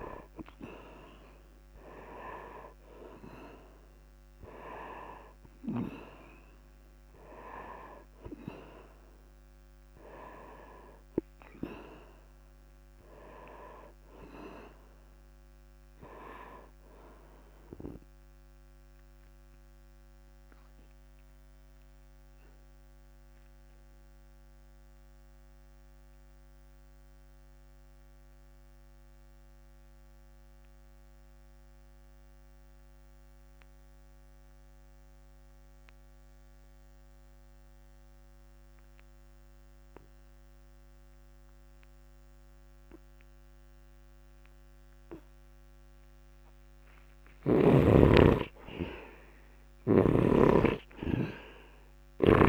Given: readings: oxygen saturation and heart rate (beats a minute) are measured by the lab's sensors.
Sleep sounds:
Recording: breathing in sleep by a microphone on the trachea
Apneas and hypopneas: 1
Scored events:
0.00-24.00 s: oxygen desaturation (device-marked, oxygen 77% lowest, heart rate 52 extreme)
19.00-45.50 s: obstructive apnea (oxygen 98% before, 72% lowest, heart rate 65 before, 54 extreme, up 1 after)
42.00-52.49 s: oxygen desaturation (device-marked, oxygen 100% before, 77% lowest, heart rate 69 before, 47 extreme)
47.50-52.49 s: arousal
From the record:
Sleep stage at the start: N2 (light sleep)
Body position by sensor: on the back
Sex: male

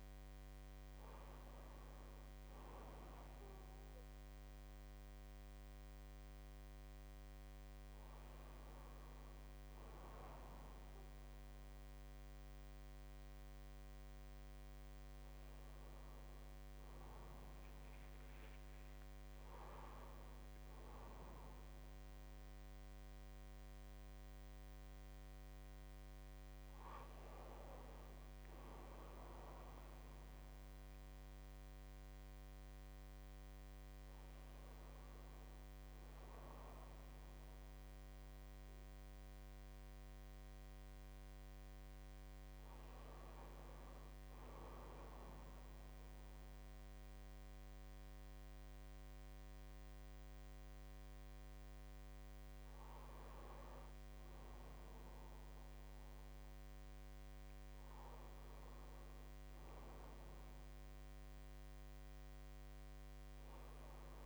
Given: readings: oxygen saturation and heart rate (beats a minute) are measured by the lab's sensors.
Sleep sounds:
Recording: breathing in sleep, hard to hear, by a microphone on the trachea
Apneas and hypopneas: none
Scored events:
19.00-21.00 s: long interval between heartbeats (device-marked, heart rate 68 before, 77 extreme)
From the record:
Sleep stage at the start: N1 (lightest sleep)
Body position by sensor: on the right side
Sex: male

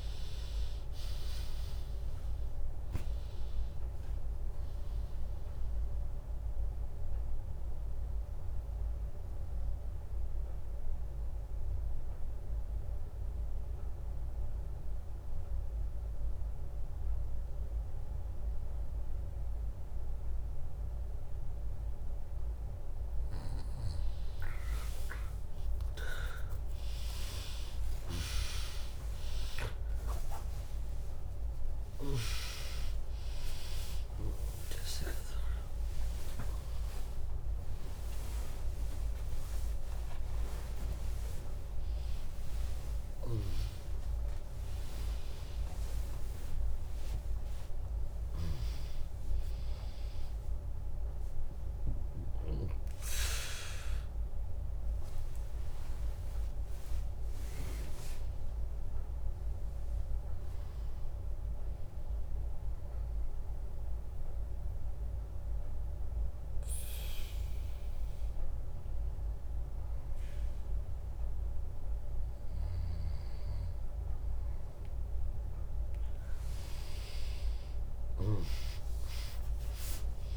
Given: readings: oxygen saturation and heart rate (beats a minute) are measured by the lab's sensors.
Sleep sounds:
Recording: a person partly awake in a sleep study, by a room microphone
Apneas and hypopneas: 2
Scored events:
0.00-13.00 s: drop in pulse transit time (device-marked, heart rate 65 extreme)
8.00-23.00 s: mixed apnea (oxygen 100% before, 96% lowest, heart rate 73 before, 60 extreme, up 3 after)
19.00-49.00 s: new sleep stage, awake
30.00-47.00 s: oxygen desaturation (device-marked, oxygen 100% before, 96% lowest, heart rate 70 before, 64 extreme)
30.00-51.00 s: drop in pulse transit time (device-marked, heart rate 70 before, 67 extreme)
35.00-50.00 s: tachycardia (device-marked, heart rate 73 before, 183 extreme)
40.00-42.00 s: long interval between heartbeats (device-marked, heart rate 78 before, 148 extreme)
42.50-44.50 s: long interval between heartbeats (device-marked, heart rate 87 before, 166 extreme)
48.00-50.00 s: long interval between heartbeats (device-marked, heart rate 114 before, 129 extreme)
49.00-79.00 s: new sleep stage, N1 (lightest sleep)
55.00-57.00 s: long interval between heartbeats (device-marked, heart rate 127 before, 96 extreme)
62.50-73.00 s: obstructive apnea (oxygen 100% before, 94% lowest, heart rate 118 before, 63 extreme, up 3 after)
77.50-80.37 s: arousal
79.00-80.37 s: new sleep stage, N2 (light sleep)
From the record:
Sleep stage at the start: N2 (light sleep)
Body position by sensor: on the back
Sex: female

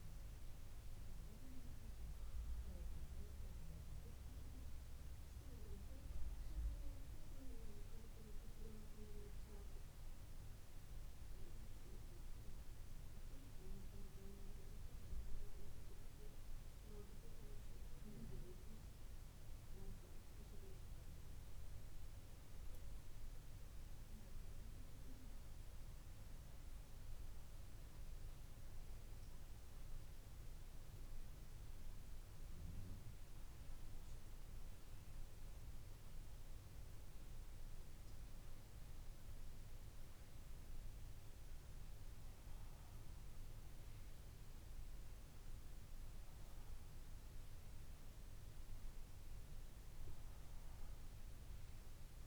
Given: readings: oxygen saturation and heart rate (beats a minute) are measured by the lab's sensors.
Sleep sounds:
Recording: a person awake in a sleep study, hard to hear, by a room microphone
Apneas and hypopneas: none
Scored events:
7.00-9.00 s: long interval between heartbeats (device-marked, heart rate 66 before, 70 extreme)
15.50-17.50 s: long interval between heartbeats (device-marked, heart rate 68 before, 78 extreme)
20.00-22.00 s: long interval between heartbeats (device-marked, heart rate 71 before, 95 extreme)
22.50-24.50 s: long interval between heartbeats (device-marked, heart rate 75 before, 105 extreme)
26.50-28.50 s: long interval between heartbeats (device-marked, heart rate 85 before, 116 extreme)
31.00-33.00 s: long interval between heartbeats (device-marked, heart rate 93 before, 118 extreme)
33.00-35.00 s: long interval between heartbeats (device-marked, heart rate 98 before, 130 extreme)
35.50-37.50 s: long interval between heartbeats (device-marked, heart rate 106 before, 116 extreme)
From the record:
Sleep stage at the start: awake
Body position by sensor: on the right side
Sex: female

